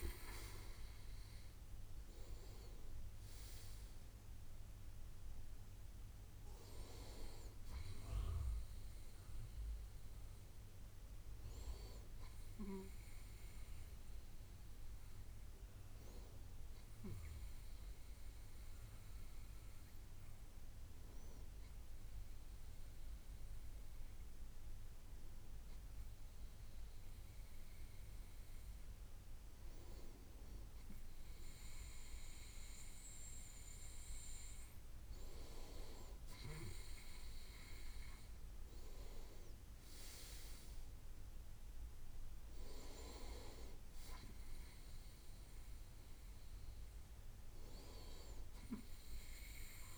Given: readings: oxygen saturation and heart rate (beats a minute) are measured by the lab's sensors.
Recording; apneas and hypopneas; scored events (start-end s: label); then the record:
breathing in sleep by a room microphone; none
none scored
From the record:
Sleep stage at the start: N2 (light sleep); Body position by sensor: on the right side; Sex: male